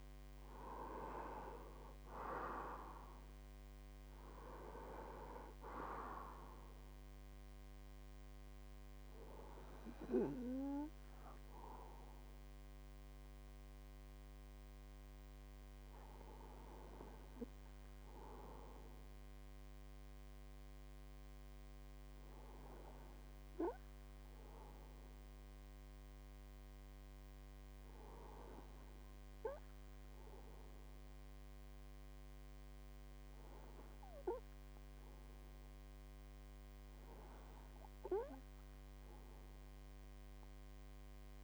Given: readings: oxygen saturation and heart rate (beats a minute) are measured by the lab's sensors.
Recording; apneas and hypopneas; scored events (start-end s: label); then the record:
breathing in sleep by a microphone on the trachea; none
0.00-1.00 s: arousal
From the record:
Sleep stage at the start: N2 (light sleep); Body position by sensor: on the right side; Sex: male